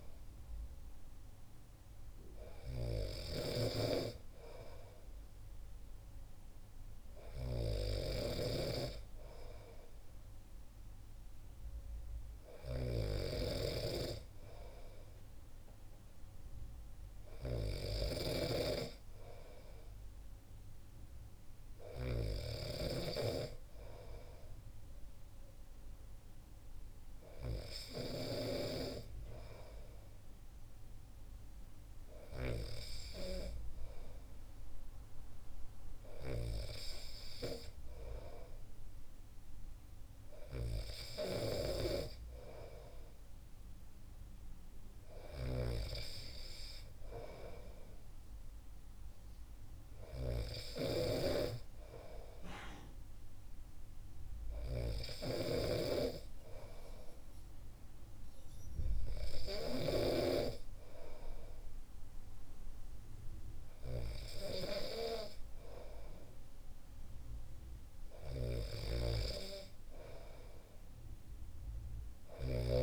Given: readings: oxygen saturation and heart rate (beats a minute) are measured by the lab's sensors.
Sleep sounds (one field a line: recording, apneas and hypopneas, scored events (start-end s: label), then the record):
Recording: breathing in sleep by a room microphone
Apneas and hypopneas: none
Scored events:
8.00-23.00 s: snoring (device-marked)
50.50-55.50 s: snoring (device-marked)
From the record:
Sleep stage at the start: N2 (light sleep)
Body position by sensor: on the back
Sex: male